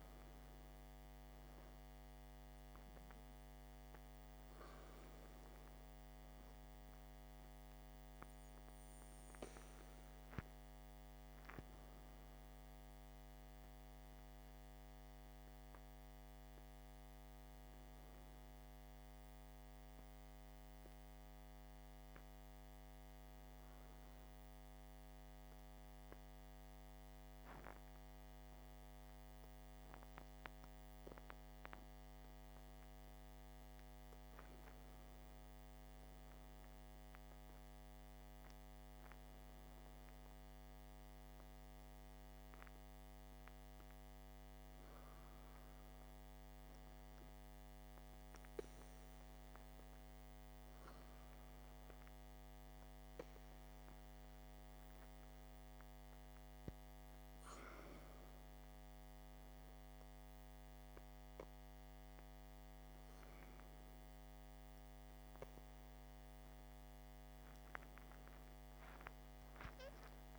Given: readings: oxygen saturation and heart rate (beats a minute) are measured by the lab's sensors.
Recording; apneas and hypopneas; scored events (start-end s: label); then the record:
breathing in sleep, hard to hear, by a microphone on the trachea; 1
22.50-33.50 s: obstructive apnea (oxygen 97% before, 95% lowest, heart rate 57 before, 51 extreme, up 10 after)
35.50-39.50 s: arousal
From the record:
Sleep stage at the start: N2 (light sleep); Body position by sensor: on the back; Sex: male